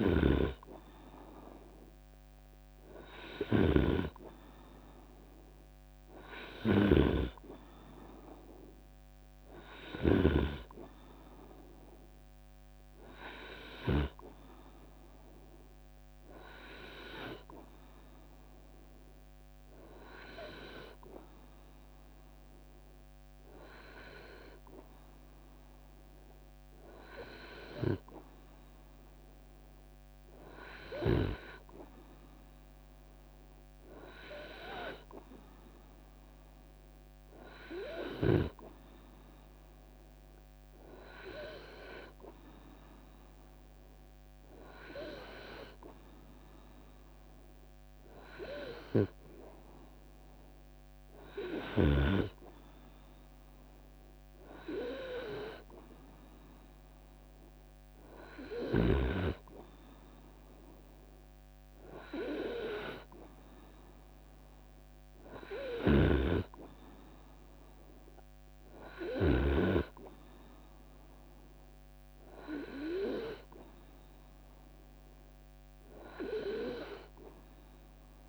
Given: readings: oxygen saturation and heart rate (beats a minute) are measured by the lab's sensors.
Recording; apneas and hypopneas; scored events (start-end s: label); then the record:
breathing in sleep by a microphone on the trachea; none
0.00-1.50 s: long interval between heartbeats (device-marked, heart rate 76 extreme)
6.00-7.00 s: drop in pulse transit time (device-marked, heart rate 75 before, 66 extreme)
10.50-12.50 s: long interval between heartbeats (device-marked, heart rate 76 before, 86 extreme)
26.50-28.50 s: long interval between heartbeats (device-marked, heart rate 77 before, 64 extreme)
45.00-47.00 s: long interval between heartbeats (device-marked, heart rate 72 before, 76 extreme)
59.50-61.50 s: long interval between heartbeats (device-marked, heart rate 80 before, 69 extreme)
From the record:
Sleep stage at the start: N2 (light sleep); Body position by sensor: on the right side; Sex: male